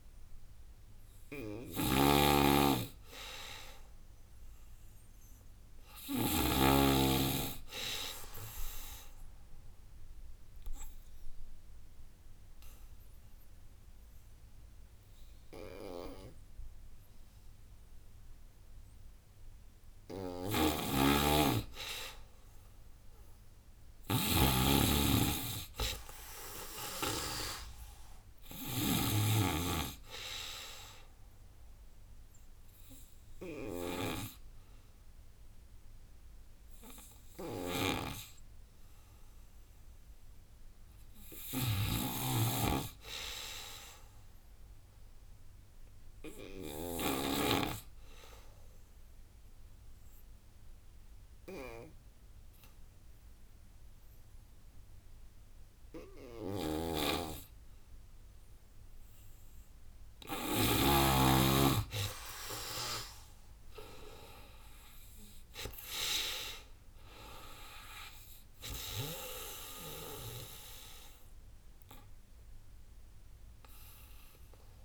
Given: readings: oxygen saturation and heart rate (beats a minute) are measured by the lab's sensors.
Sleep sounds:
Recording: breathing in sleep by a room microphone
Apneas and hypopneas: 2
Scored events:
0.00-7.50 s: oxygen desaturation (device-marked, oxygen 92% lowest, heart rate 74 extreme)
1.50-6.50 s: snoring (device-marked)
4.50-10.50 s: tachycardia (device-marked, heart rate 102 before, 118 extreme)
5.50-7.50 s: long interval between heartbeats (device-marked, heart rate 100 before, 87 extreme)
9.00-19.50 s: obstructive apnea (oxygen 98% before, 91% lowest, heart rate 100 before, 82 extreme, up 16 after)
10.00-12.00 s: long interval between heartbeats (device-marked, heart rate 101 before, 118 extreme)
14.50-16.50 s: long interval between heartbeats (device-marked, heart rate 100 before, 100 extreme)
19.50-21.50 s: long interval between heartbeats (device-marked, heart rate 97 before, 100 extreme)
20.00-28.50 s: snoring (device-marked)
20.50-24.50 s: tachycardia (device-marked, heart rate 100 before, 106 extreme)
21.50-23.50 s: long interval between heartbeats (device-marked, heart rate 98 before, 99 extreme)
22.50-25.00 s: arousal
23.50-25.50 s: long interval between heartbeats (device-marked, heart rate 100 before, 106 extreme)
26.50-32.50 s: drop in pulse transit time (device-marked, heart rate 104 before, 95 extreme)
30.00-32.00 s: long interval between heartbeats (device-marked, heart rate 103 before, 97 extreme)
30.50-41.50 s: oxygen desaturation (device-marked, oxygen 97% before, 91% lowest, heart rate 102 before, 79 extreme)
34.00-36.00 s: long interval between heartbeats (device-marked, heart rate 99 before, 99 extreme)
37.00-47.00 s: snoring (device-marked)
40.50-43.00 s: arousal
42.50-46.50 s: tachycardia (device-marked, heart rate 100 before, 106 extreme)
43.00-45.00 s: long interval between heartbeats (device-marked, heart rate 94 before, 98 extreme)
45.00-58.00 s: obstructive apnea (oxygen 97% before, 92% lowest, heart rate 94 before, 76 extreme, up 30 after)
45.50-47.50 s: long interval between heartbeats (device-marked, heart rate 93 before, 104 extreme)
45.50-55.50 s: drop in pulse transit time (device-marked, heart rate 93 before, 79 extreme)
47.50-49.50 s: long interval between heartbeats (device-marked, heart rate 93 before, 105 extreme)
56.00-60.50 s: snoring (device-marked)
57.50-59.50 s: long interval between heartbeats (device-marked, heart rate 92 before, 89 extreme)
57.50-60.50 s: tachycardia (device-marked, heart rate 99 before, 97 extreme)
59.50-61.50 s: long interval between heartbeats (device-marked, heart rate 92 before, 97 extreme)
61.00-64.00 s: arousal
62.00-64.00 s: long interval between heartbeats (device-marked, heart rate 94 before, 107 extreme)
63.50-73.50 s: drop in pulse transit time (device-marked, heart rate 96 before, 87 extreme)
64.50-74.85 s: oxygen desaturation (device-marked, oxygen 96% before, 92% lowest, heart rate 96 before, 76 extreme)
70.00-72.00 s: long interval between heartbeats (device-marked, heart rate 93 before, 100 extreme)
From the record:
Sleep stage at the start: N2 (light sleep)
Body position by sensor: on the back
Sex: female

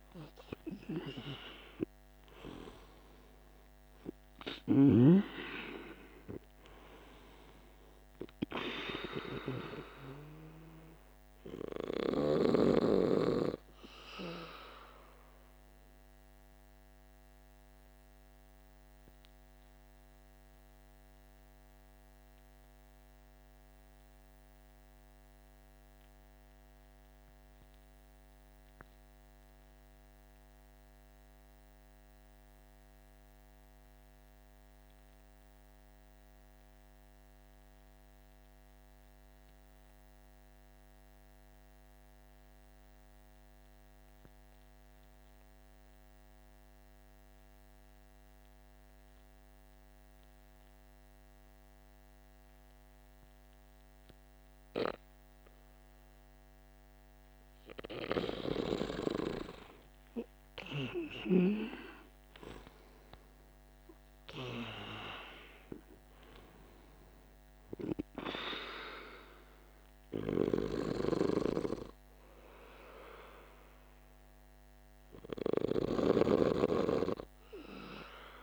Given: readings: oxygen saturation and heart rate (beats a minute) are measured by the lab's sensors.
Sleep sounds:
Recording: breathing in sleep by a microphone on the trachea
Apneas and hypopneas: 1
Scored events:
0.00-27.50 s: oxygen desaturation (device-marked, oxygen 73% lowest, heart rate 47 extreme)
6.50-78.43 s: new sleep stage, N2 (light sleep)
15.00-57.00 s: obstructive apnea (oxygen 94% before, 73% lowest, heart rate 58 before, 47 extreme, up 18 after)
47.50-73.50 s: oxygen desaturation (device-marked, oxygen 97% before, 81% lowest, heart rate 47 before, 48 extreme)
58.50-62.50 s: arousal
70.00-75.50 s: snoring (device-marked)
74.50-78.43 s: arousal
75.50-78.43 s: oxygen desaturation (device-marked, oxygen 87% before, 77% lowest, heart rate 60 before, 48 extreme)
From the record:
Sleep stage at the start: REM sleep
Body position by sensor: on the back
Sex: male

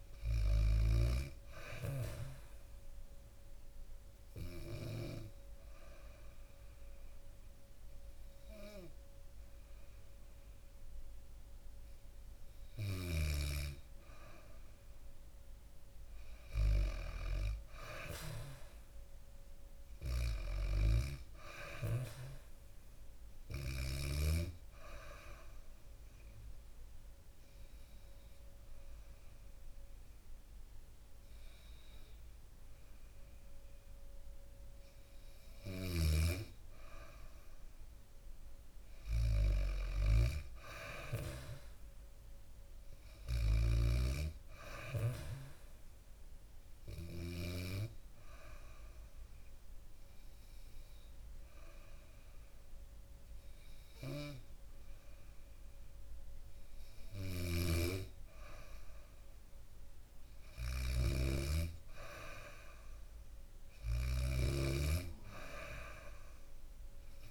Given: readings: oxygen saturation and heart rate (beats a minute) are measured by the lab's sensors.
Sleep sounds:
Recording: breathing in sleep by a room microphone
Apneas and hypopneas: 3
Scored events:
1.00-12.00 s: hypopnea (oxygen 97% before, 94% lowest, heart rate 66 before, 63 extreme, up 4 after)
1.00-14.00 s: oxygen desaturation (device-marked, oxygen 97% before, 94% lowest, heart rate 66 before, 63 extreme)
18.50-22.50 s: arousal
24.50-36.50 s: hypopnea (oxygen 97% before, 94% lowest, heart rate 68 before, 63 extreme, up 6 after)
35.00-47.00 s: snoring (device-marked)
39.00-43.00 s: arousal
44.00-56.00 s: oxygen desaturation (device-marked, oxygen 97% before, 94% lowest, heart rate 66 before, 66 extreme)
47.50-60.00 s: hypopnea (oxygen 97% before, 93% lowest, heart rate 66 before, 66 extreme, up 4 after)
56.50-67.00 s: snoring (device-marked)
62.50-66.00 s: arousal
65.00-67.31 s: oxygen desaturation (device-marked, oxygen 97% before, 94% lowest, heart rate 69 before, 65 extreme)
From the record:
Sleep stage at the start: N2 (light sleep)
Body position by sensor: on the back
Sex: female

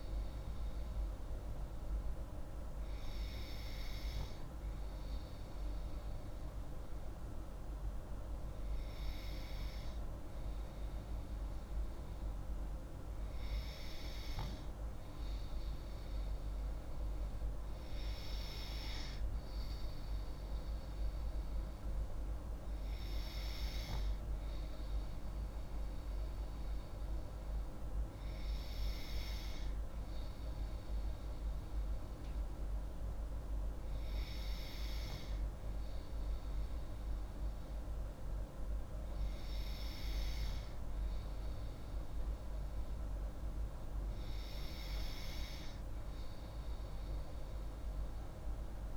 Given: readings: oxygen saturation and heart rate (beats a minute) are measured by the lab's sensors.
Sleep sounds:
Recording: breathing in sleep, hard to hear, by a room microphone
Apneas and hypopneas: none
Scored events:
none scored
From the record:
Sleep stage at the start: N3 (deep sleep)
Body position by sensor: on the left side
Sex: female

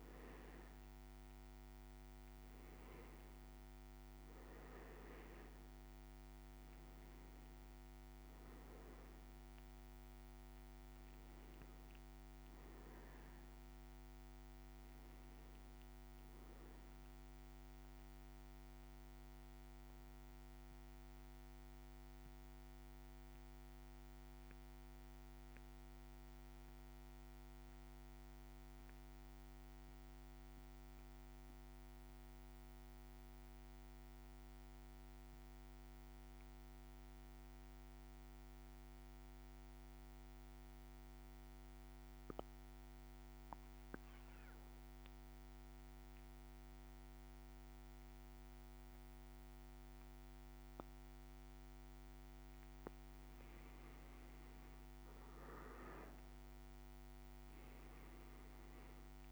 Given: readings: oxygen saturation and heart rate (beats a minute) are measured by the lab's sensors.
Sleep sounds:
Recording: breathing in sleep, hard to hear, by a microphone on the trachea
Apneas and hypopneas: 1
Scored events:
0.00-13.00 s: oxygen desaturation (device-marked, oxygen 92% lowest, heart rate 54 extreme)
20.00-53.00 s: mixed apnea (oxygen 100% before, 93% lowest, heart rate 58 before, 55 extreme, up 3 after)
53.00-59.32 s: oxygen desaturation (device-marked, oxygen 99% before, 93% lowest, heart rate 57 before, 56 extreme)
55.00-59.32 s: arousal
From the record:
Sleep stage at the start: N2 (light sleep)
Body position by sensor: on the back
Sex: male

